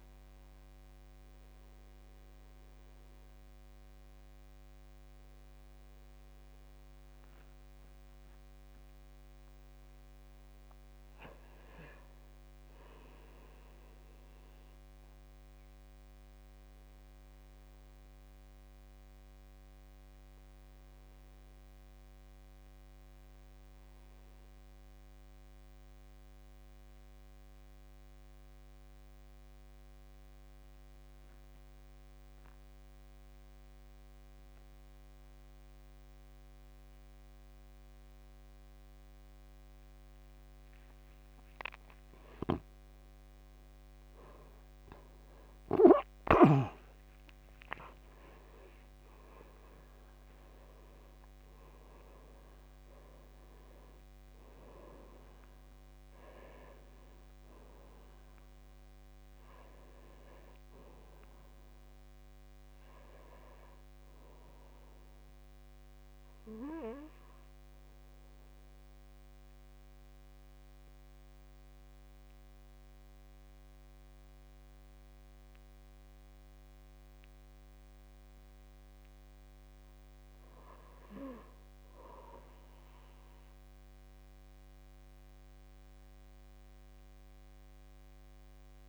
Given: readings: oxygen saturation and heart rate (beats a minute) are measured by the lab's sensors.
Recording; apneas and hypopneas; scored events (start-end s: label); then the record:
breathing in sleep by a microphone on the trachea; 2
0.00-12.00 s: oxygen desaturation (device-marked, oxygen 76% lowest, heart rate 48 extreme)
10.50-12.50 s: long interval between heartbeats (device-marked, heart rate 63 before, 55 extreme)
11.50-14.50 s: arousal
16.50-41.50 s: obstructive apnea (oxygen 100% before, 78% lowest, heart rate 57 before, 55 extreme, up 15 after)
29.00-34.00 s: oxygen desaturation (device-marked, oxygen 98% before, 94% lowest, heart rate 54 before, 61 extreme)
39.00-71.00 s: oxygen desaturation (device-marked, oxygen 95% before, 78% lowest, heart rate 58 before, 46 extreme)
43.00-47.00 s: arousal
68.00-79.00 s: obstructive apnea (oxygen 94% before, 87% lowest, heart rate 67 before, 46 extreme, up 2 after)
80.00-82.00 s: long interval between heartbeats (device-marked, heart rate 55 before, 53 extreme)
81.00-85.50 s: arousal
From the record:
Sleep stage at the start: N2 (light sleep); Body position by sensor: on the back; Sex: male